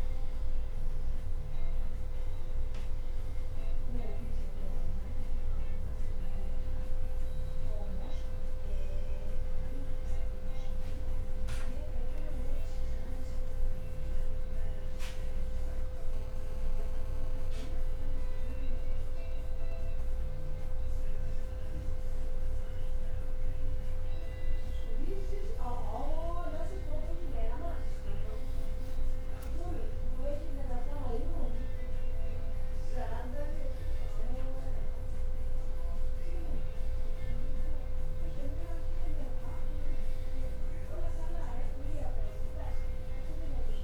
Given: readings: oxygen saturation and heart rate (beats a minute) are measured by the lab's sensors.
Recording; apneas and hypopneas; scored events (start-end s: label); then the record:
breathing in sleep by a room microphone; none
29.00-34.00 s: arousal
From the record:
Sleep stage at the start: N2 (light sleep); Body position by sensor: on the back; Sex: male